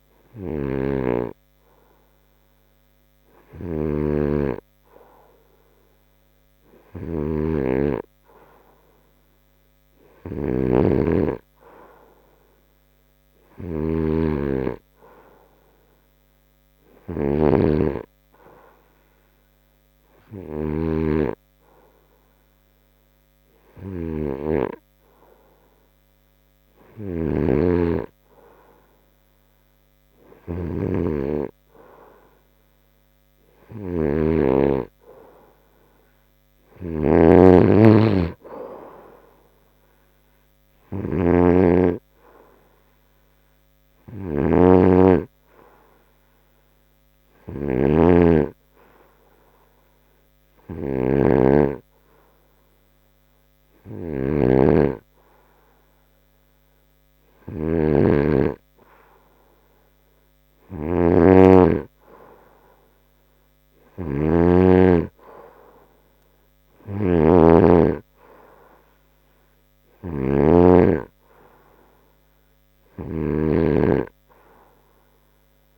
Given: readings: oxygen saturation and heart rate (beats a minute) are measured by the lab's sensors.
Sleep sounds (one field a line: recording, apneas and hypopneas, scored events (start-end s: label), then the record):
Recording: breathing in sleep by a microphone on the trachea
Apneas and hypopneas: none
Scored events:
44.00-48.00 s: snoring (device-marked)
64.00-67.50 s: snoring (device-marked)
From the record:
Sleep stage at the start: N2 (light sleep)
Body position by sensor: on the front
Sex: male